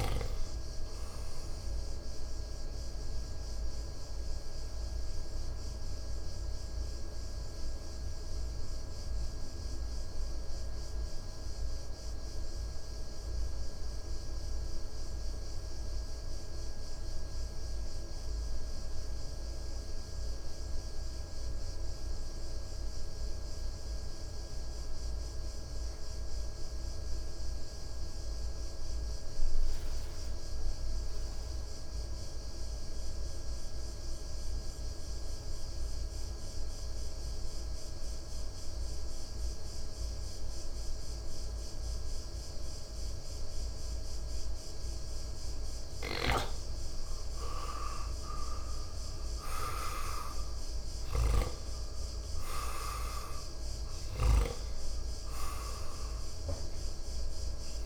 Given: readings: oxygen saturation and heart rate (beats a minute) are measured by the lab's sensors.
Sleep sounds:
breathing in sleep by a room microphone; 1
0.00-18.50 s: oxygen desaturation (device-marked, oxygen 84% lowest, heart rate 54 extreme)
2.00-46.50 s: mixed apnea (oxygen 97% before, 84% lowest, heart rate 62 before, 54 extreme, up 8 after)
37.50-57.86 s: oxygen desaturation (device-marked, oxygen 97% before, 85% lowest, heart rate 58 before, 55 extreme)
46.00-57.86 s: snoring (device-marked)
49.00-52.00 s: arousal
From the record:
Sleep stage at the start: N2 (light sleep); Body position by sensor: on the right side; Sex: male

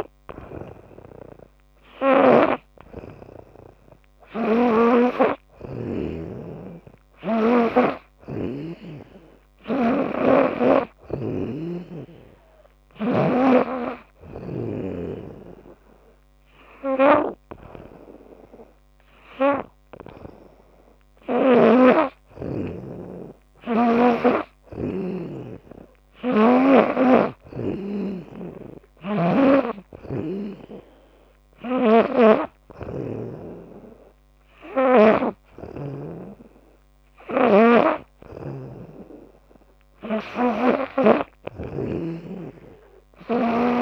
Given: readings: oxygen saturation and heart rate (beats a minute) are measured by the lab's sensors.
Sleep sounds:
breathing in sleep by a microphone on the trachea; none
4.00-7.50 s: snoring (device-marked)
9.50-13.00 s: snoring (device-marked)
28.50-35.00 s: snoring (device-marked)
37.00-41.00 s: snoring (device-marked)
From the record:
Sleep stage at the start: N2 (light sleep); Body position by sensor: on the back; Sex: female

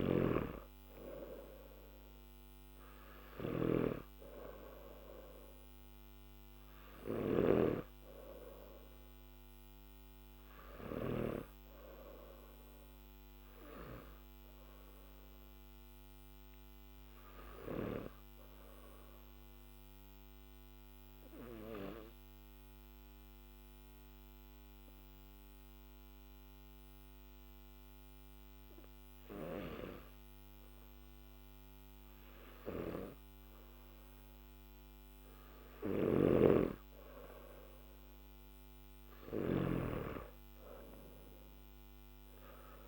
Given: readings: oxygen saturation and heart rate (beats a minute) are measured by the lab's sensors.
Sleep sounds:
breathing in sleep by a microphone on the trachea; 1
0.00-10.50 s: snoring (device-marked)
0.00-20.00 s: oxygen desaturation (device-marked, oxygen 97% before, 92% lowest, heart rate 55 before, 51 extreme)
11.50-36.00 s: obstructive apnea (oxygen 97% before, 92% lowest, heart rate 56 before, 49 extreme, up 5 after)
35.00-39.00 s: snoring (device-marked)
40.00-42.88 s: oxygen desaturation (device-marked, oxygen 97% before, 92% lowest, heart rate 52 before, 48 extreme)
From the record:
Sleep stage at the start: N3 (deep sleep); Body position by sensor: on the back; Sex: male

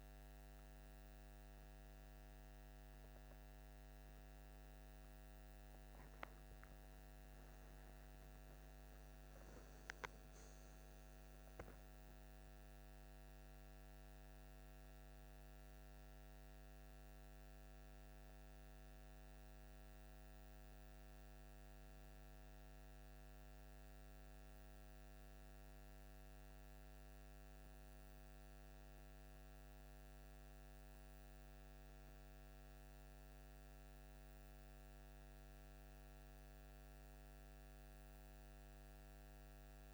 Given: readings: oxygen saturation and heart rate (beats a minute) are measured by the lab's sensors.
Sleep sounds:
breathing in sleep, hard to hear, by a microphone on the trachea; none
7.00-12.00 s: arousal
30.00-39.94 s: new sleep stage, N1 (lightest sleep)
From the record:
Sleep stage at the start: N2 (light sleep); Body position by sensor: on the left side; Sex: male

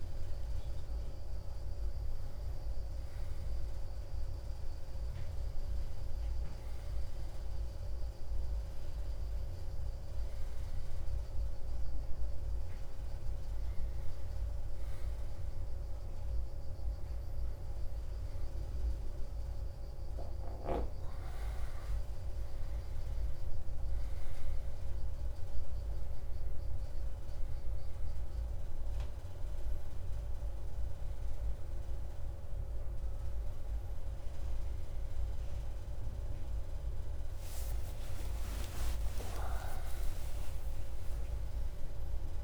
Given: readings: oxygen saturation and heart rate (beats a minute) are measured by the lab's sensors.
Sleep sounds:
breathing in sleep, hard to hear, by a room microphone; none
37.00-41.50 s: arousal
From the record:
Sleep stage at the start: N1 (lightest sleep); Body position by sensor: on the right side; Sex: male

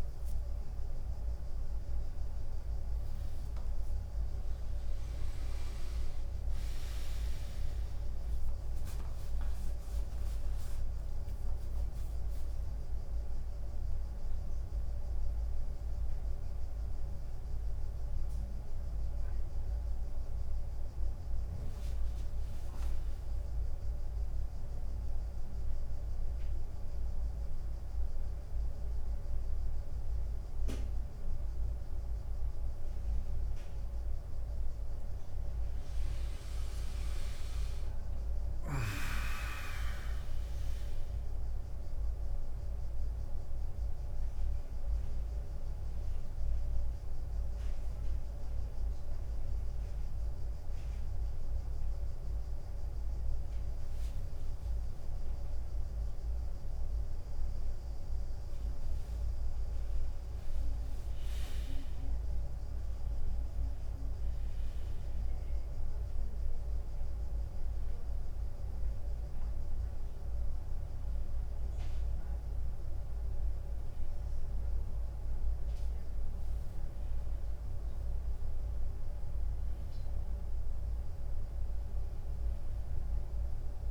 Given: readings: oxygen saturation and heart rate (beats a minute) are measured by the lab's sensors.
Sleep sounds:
a person awake in a sleep study, hard to hear, by a room microphone; none
52.00-68.00 s: drop in pulse transit time (device-marked, heart rate 95 before, 96 extreme)
53.00-83.91 s: new sleep stage, N1 (lightest sleep)
58.00-63.00 s: tachycardia (device-marked, heart rate 98 before, 101 extreme)
74.00-78.00 s: tachycardia (device-marked, heart rate 98 before, 101 extreme)
From the record:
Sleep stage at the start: awake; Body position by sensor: on the right side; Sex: male

